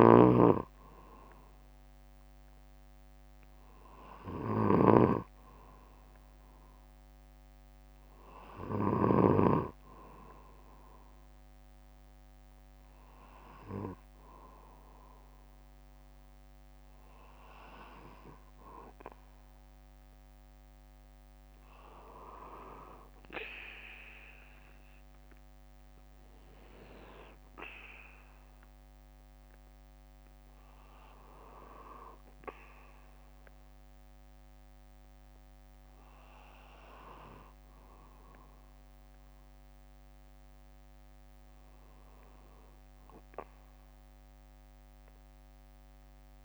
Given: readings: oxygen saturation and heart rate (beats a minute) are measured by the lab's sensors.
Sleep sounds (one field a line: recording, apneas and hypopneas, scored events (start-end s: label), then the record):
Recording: breathing in sleep by a microphone on the trachea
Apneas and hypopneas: none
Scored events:
0.00-9.50 s: snoring (device-marked)
2.50-14.50 s: bradycardia (device-marked, heart rate 61 before, 46 extreme)
16.50-20.50 s: bradycardia (device-marked, heart rate 60 before, 57 extreme)
33.50-35.50 s: bradycardia (device-marked, heart rate 61 before, 59 extreme)
From the record:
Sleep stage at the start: N2 (light sleep)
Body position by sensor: on the back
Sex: male